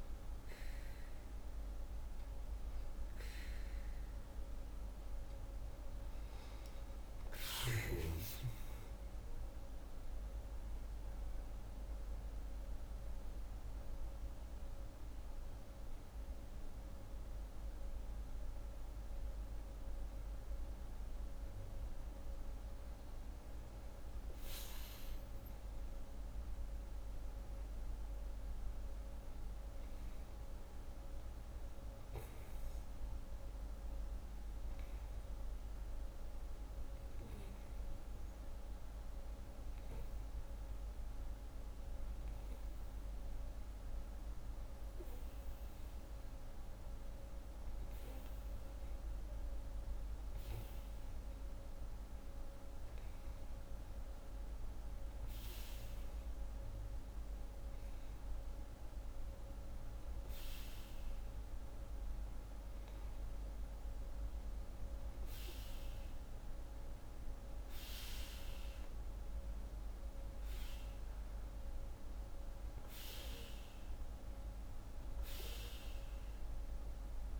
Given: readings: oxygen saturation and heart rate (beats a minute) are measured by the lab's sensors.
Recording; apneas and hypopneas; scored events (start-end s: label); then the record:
breathing in sleep, hard to hear, by a room microphone; 1
6.50-10.00 s: arousal
11.50-22.50 s: hypopnea (oxygen 88% before, 87% lowest, heart rate 115 before, 112 extreme)
27.50-31.00 s: arousal
From the record:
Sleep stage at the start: N2 (light sleep); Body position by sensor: on the back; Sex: female